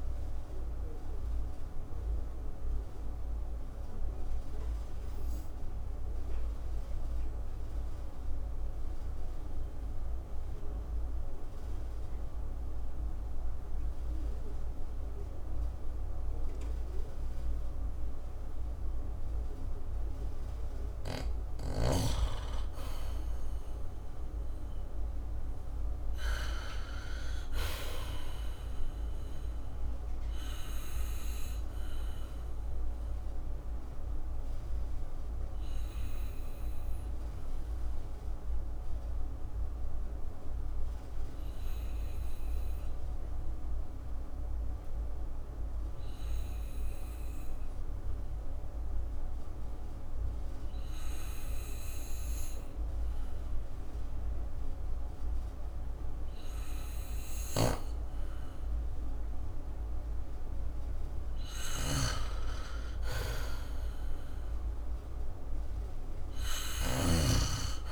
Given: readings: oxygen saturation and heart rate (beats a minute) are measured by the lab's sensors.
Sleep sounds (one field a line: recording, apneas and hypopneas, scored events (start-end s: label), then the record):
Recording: breathing in sleep by a room microphone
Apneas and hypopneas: 2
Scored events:
0.00-19.00 s: oxygen desaturation (device-marked, oxygen 87% lowest, heart rate 52 extreme)
1.00-20.50 s: obstructive apnea (oxygen 98% before, 87% lowest, heart rate 62 before, 52 extreme, up 4 after)
22.50-26.00 s: arousal
29.50-60.00 s: obstructive apnea (oxygen 99% before, 87% lowest, heart rate 60 before, 52 extreme, up 5 after)
40.00-55.00 s: oxygen desaturation (device-marked, oxygen 96% before, 87% lowest, heart rate 60 before, 55 extreme)
63.00-67.00 s: arousal
From the record:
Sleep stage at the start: N2 (light sleep)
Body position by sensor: on the back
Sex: male